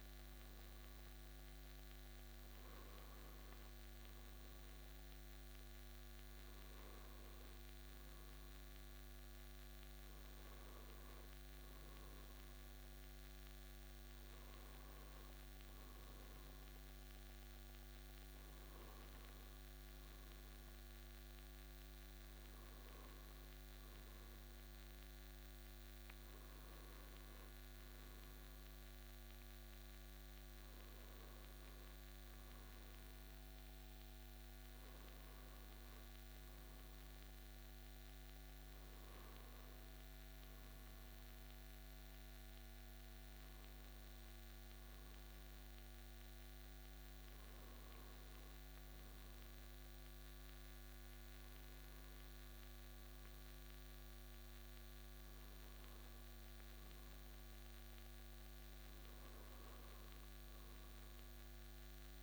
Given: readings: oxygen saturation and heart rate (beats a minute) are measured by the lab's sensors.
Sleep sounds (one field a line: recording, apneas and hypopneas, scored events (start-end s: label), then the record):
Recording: breathing in sleep, hard to hear, by a microphone on the trachea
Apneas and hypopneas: none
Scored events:
none scored
From the record:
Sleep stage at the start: N1 (lightest sleep)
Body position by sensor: on the back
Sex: male